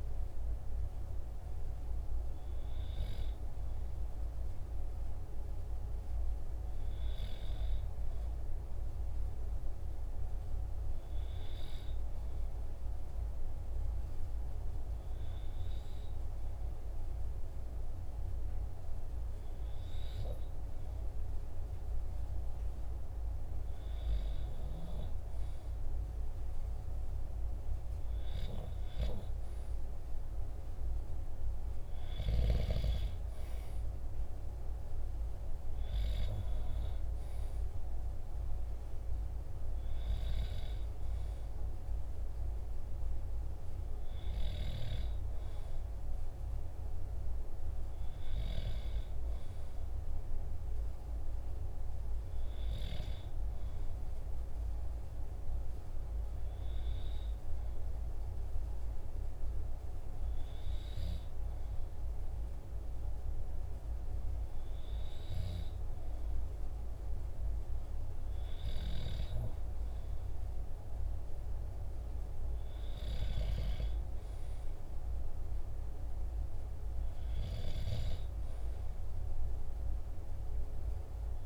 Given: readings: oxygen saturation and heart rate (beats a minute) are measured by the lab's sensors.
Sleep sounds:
breathing in sleep by a room microphone; none
none scored
From the record:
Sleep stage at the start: N2 (light sleep); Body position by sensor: on the back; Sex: male

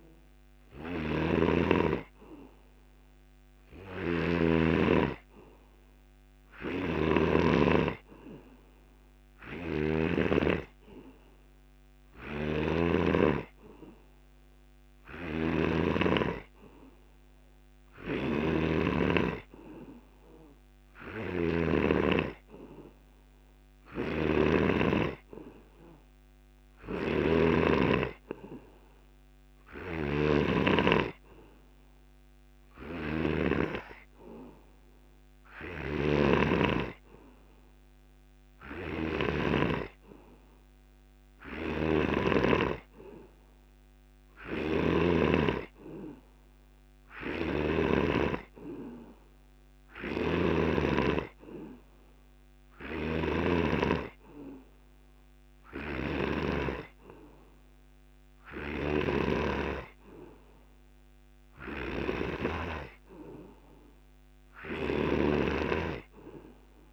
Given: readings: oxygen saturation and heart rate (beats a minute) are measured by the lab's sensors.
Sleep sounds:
breathing in sleep by a microphone on the trachea; none
1.00-19.00 s: snoring (device-marked)
From the record:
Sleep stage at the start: N2 (light sleep); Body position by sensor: on the back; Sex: male

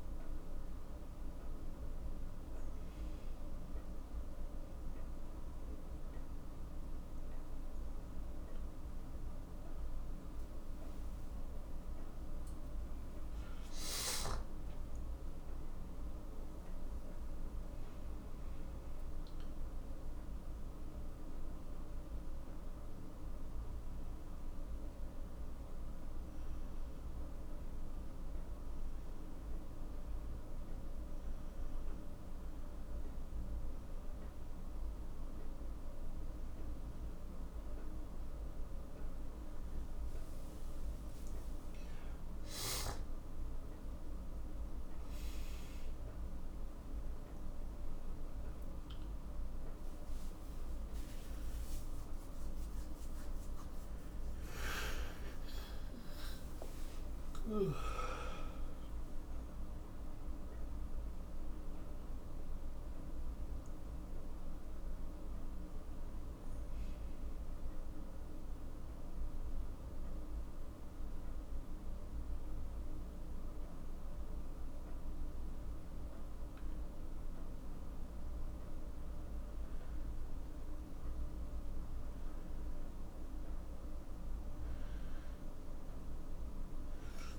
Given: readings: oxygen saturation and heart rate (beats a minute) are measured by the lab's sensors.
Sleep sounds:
a person awake in a sleep study, hard to hear, by a room microphone; none
21.50-30.50 s: oxygen desaturation (device-marked, oxygen 98% before, 94% lowest, heart rate 63 before, 61 extreme)
59.50-87.39 s: new sleep stage, N1 (lightest sleep)
From the record:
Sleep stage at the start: awake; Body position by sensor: on the right side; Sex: male

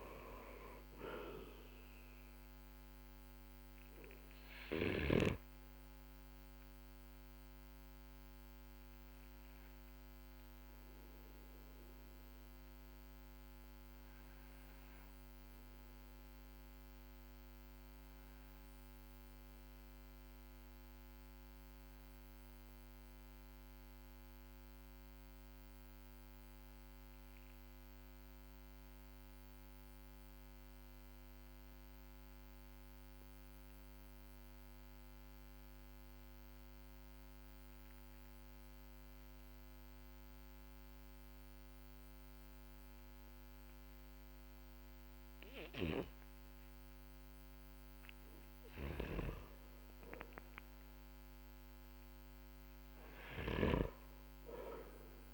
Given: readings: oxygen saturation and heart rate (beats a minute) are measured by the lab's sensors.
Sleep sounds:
breathing in sleep by a microphone on the trachea; 1
0.50-28.50 s: oxygen desaturation (device-marked, oxygen 97% before, 93% lowest, heart rate 55 before, 44 extreme)
4.50-45.50 s: obstructive apnea (oxygen 99% before, 93% lowest, heart rate 53 before, 45 extreme, up 7 after)
45.50-55.33 s: oxygen desaturation (device-marked, oxygen 99% before, 95% lowest, heart rate 54 before, 47 extreme)
47.50-52.00 s: arousal
From the record:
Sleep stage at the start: N2 (light sleep); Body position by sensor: on the back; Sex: male

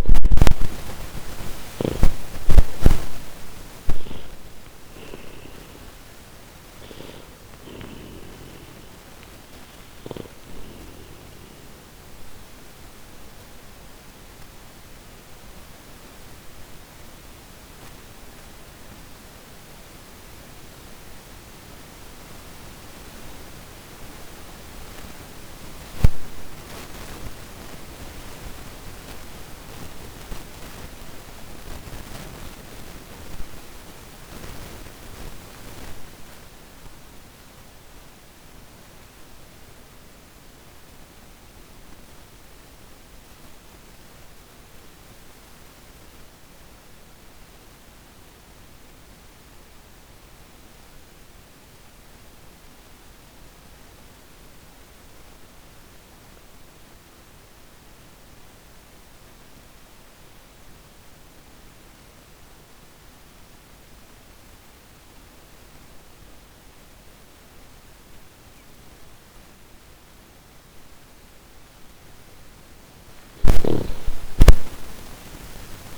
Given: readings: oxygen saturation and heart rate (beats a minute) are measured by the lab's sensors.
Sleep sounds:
breathing in sleep by a microphone on the trachea; 1
0.00-3.50 s: arousal
0.00-5.00 s: snoring (device-marked)
0.00-44.00 s: oxygen desaturation (device-marked, oxygen 78% lowest, heart rate 40 extreme)
7.00-10.50 s: snoring (device-marked)
12.50-71.00 s: mixed apnea (oxygen 96% before, 77% lowest, heart rate 71 before, 40 extreme, up 26 after)
68.00-75.98 s: oxygen desaturation (device-marked, oxygen 98% before, 77% lowest)
72.50-75.98 s: snoring (device-marked)
73.00-75.98 s: arousal
From the record:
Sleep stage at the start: N2 (light sleep); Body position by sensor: on the back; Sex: male

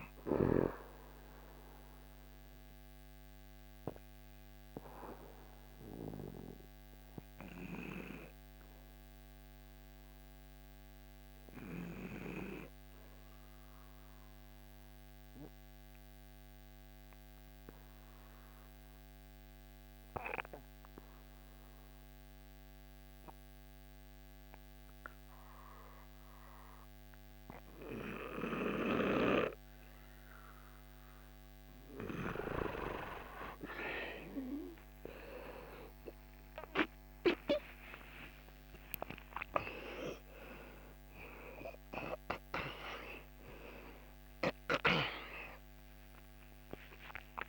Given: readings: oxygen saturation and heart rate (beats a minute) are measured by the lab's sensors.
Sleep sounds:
breathing in sleep by a microphone on the trachea; 1
1.50-30.50 s: obstructive apnea (oxygen 97% before, 88% lowest, heart rate 77 before, 72 extreme, up 38 after)
24.50-40.50 s: oxygen desaturation (device-marked, oxygen 97% before, 89% lowest, heart rate 75 before, 74 extreme)
From the record:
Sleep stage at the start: N2 (light sleep); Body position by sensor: on the back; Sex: male

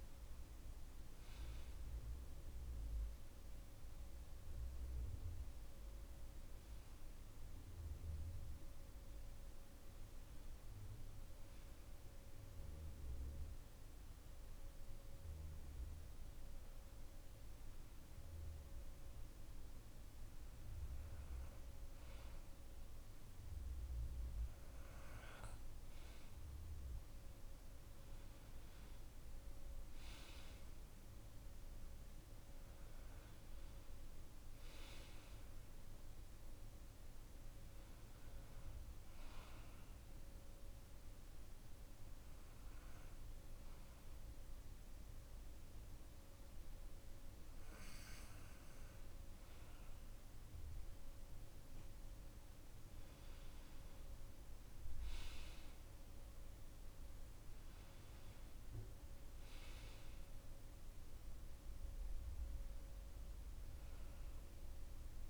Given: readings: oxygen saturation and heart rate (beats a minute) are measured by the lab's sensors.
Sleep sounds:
breathing in sleep, hard to hear, by a room microphone; 1
7.50-19.00 s: hypopnea (oxygen 96% before, 93% lowest)
22.50-26.00 s: arousal
56.50-60.00 s: arousal
From the record:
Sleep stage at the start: N2 (light sleep); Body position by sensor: on the back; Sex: male

